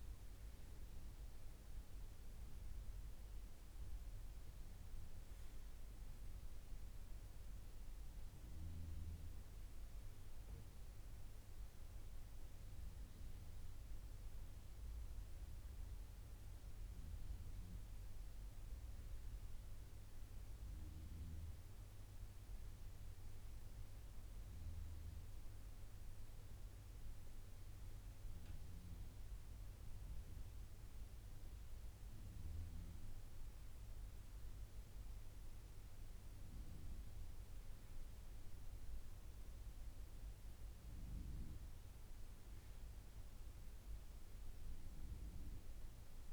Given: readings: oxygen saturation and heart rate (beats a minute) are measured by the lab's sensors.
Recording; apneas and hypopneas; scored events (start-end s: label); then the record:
breathing in sleep, hard to hear, by a room microphone; none
40.50-46.33 s: new sleep stage, N3 (deep sleep)
From the record:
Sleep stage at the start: N2 (light sleep); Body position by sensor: on the right side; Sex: male